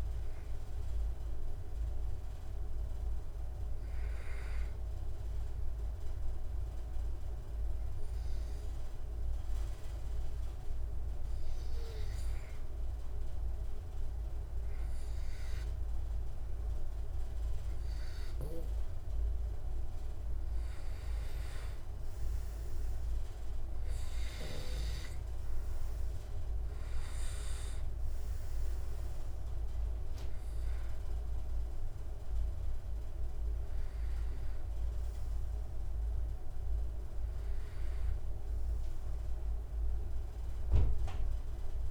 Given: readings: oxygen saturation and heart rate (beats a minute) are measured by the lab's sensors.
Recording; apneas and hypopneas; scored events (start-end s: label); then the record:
breathing in sleep, hard to hear, by a room microphone; 1
0.00-3.50 s: oxygen desaturation (device-marked, oxygen 93% lowest, heart rate 67 extreme)
5.50-19.00 s: obstructive apnea (oxygen 99% before, 92% lowest, heart rate 75 before, 67 extreme, up 5 after)
21.00-24.50 s: arousal
21.50-36.50 s: oxygen desaturation (device-marked, oxygen 98% before, 92% lowest, heart rate 71 before, 73 extreme)
From the record:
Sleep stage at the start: N2 (light sleep); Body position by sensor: on the back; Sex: male